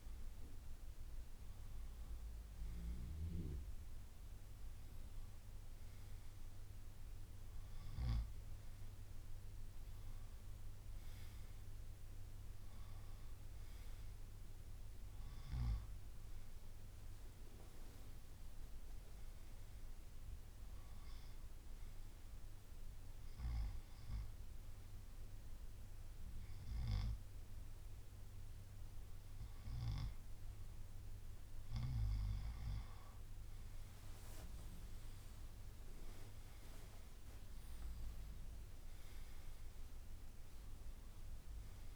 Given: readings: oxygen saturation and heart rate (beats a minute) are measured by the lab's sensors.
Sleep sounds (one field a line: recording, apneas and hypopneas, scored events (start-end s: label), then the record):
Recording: breathing in sleep by a room microphone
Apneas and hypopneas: 1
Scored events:
21.50-33.00 s: hypopnea (oxygen 95% before, 93% lowest, heart rate 64 before, 61 extreme, up 9 after)
35.50-40.50 s: arousal
From the record:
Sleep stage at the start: N1 (lightest sleep)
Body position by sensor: on the right side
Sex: male